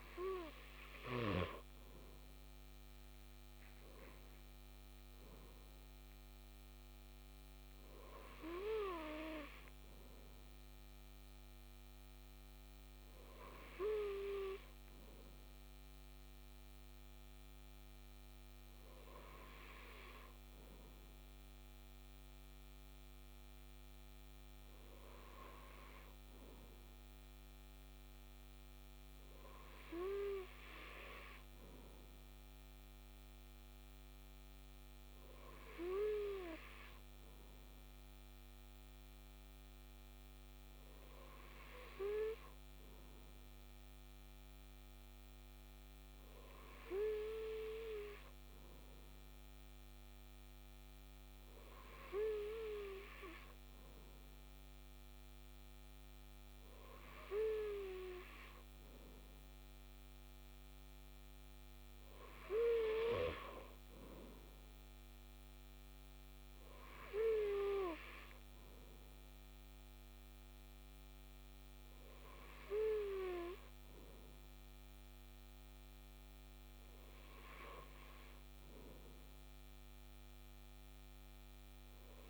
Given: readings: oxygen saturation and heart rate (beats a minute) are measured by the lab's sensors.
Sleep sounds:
breathing in sleep by a microphone on the trachea; none
none scored
From the record:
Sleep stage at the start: N2 (light sleep); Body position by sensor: on the left side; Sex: male

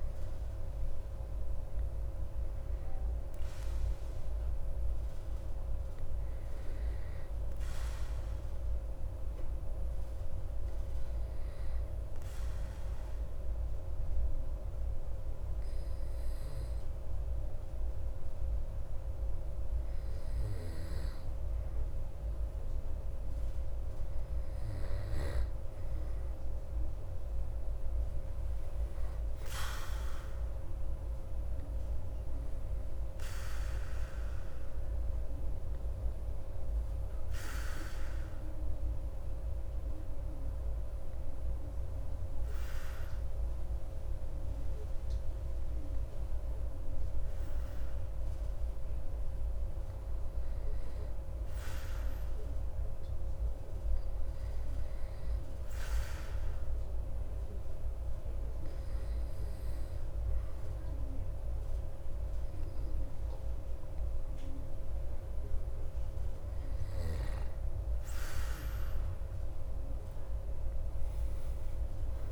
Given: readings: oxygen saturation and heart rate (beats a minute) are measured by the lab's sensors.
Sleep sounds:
breathing in sleep, hard to hear, by a room microphone; 2
10.00-25.00 s: hypopnea (oxygen 97% before, 93% lowest)
26.50-30.50 s: arousal
30.50-49.50 s: oxygen desaturation (device-marked, oxygen 96% before, 93% lowest)
38.50-66.00 s: obstructive apnea (oxygen 96% before, 93% lowest)
69.00-72.32 s: arousal
From the record:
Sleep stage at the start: N2 (light sleep); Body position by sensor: on the back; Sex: male

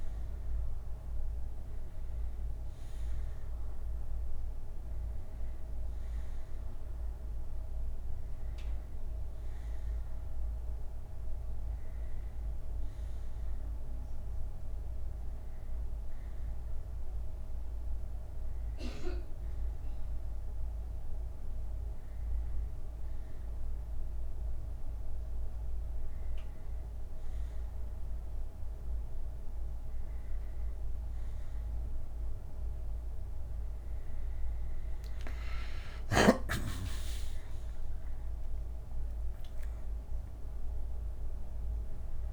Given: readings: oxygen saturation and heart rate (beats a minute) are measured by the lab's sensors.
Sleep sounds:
breathing in sleep by a room microphone; none
34.50-38.50 s: arousal
From the record:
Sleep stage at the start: N2 (light sleep); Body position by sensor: on the back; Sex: male

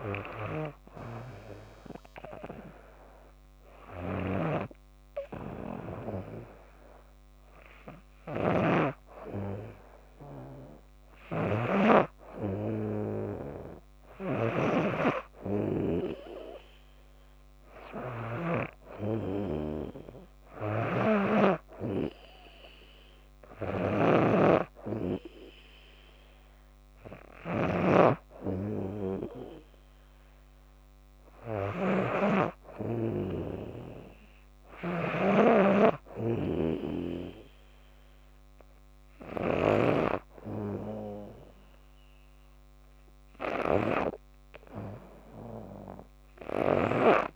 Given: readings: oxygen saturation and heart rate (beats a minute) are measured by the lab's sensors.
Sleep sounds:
breathing in sleep by a microphone on the trachea; none
0.00-8.50 s: snoring (device-marked)
10.50-18.00 s: snoring (device-marked)
20.00-46.50 s: snoring (device-marked)
From the record:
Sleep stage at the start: N2 (light sleep); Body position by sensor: on the back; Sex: female

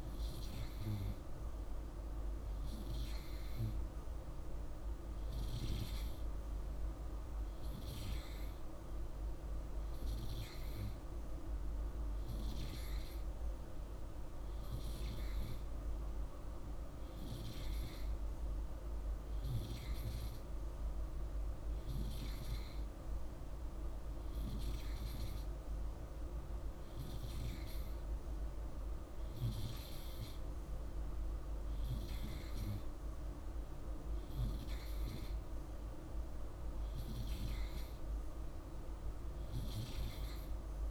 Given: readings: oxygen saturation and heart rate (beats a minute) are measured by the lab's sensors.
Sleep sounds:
breathing in sleep, hard to hear, by a room microphone; none
none scored
From the record:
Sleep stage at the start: N2 (light sleep); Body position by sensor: on the right side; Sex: male

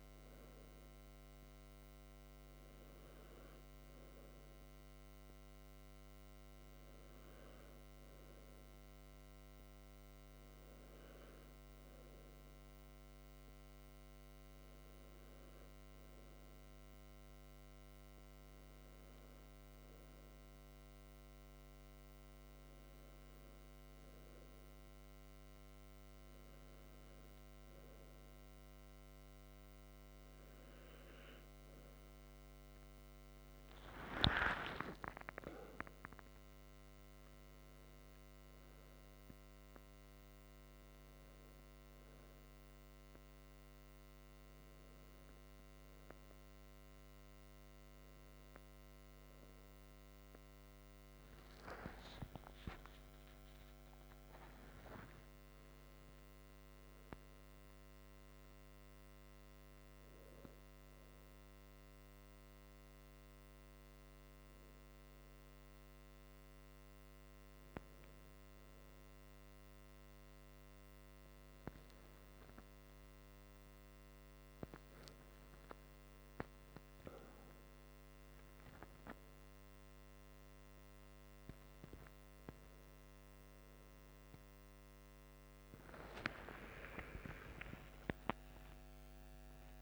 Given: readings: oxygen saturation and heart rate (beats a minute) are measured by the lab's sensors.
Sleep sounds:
breathing in sleep by a microphone on the trachea; 1
33.50-37.50 s: arousal
52.00-56.00 s: arousal
58.50-69.00 s: hypopnea (oxygen 97% before, 95% lowest, heart rate 56 before, 44 extreme, up 16 after)
70.00-89.82 s: new sleep stage, awake
From the record:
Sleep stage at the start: N2 (light sleep); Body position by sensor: on the back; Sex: male

